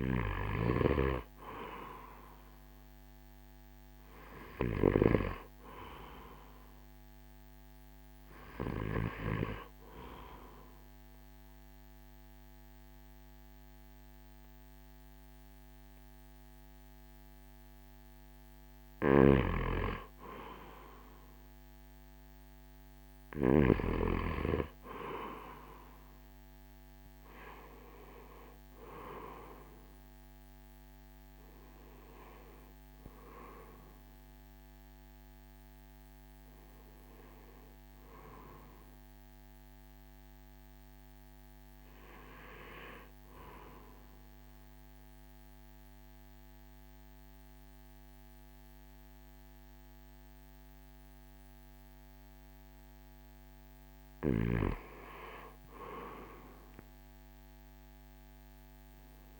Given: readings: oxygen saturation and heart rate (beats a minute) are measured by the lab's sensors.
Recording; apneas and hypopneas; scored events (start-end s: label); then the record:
breathing in sleep by a microphone on the trachea; 2
0.00-1.00 s: arousal
7.50-18.50 s: obstructive apnea (oxygen 97% before, 91% lowest, heart rate 60 before, 52 extreme, up 3 after)
20.00-23.50 s: arousal
30.50-43.50 s: oxygen desaturation (device-marked, oxygen 95% before, 91% lowest, heart rate 59 before, 57 extreme)
44.00-54.00 s: obstructive apnea (oxygen 95% before, 91% lowest, heart rate 61 before, 52 extreme, up 4 after)
55.50-59.40 s: arousal
From the record:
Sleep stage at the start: N2 (light sleep); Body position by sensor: on the right side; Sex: male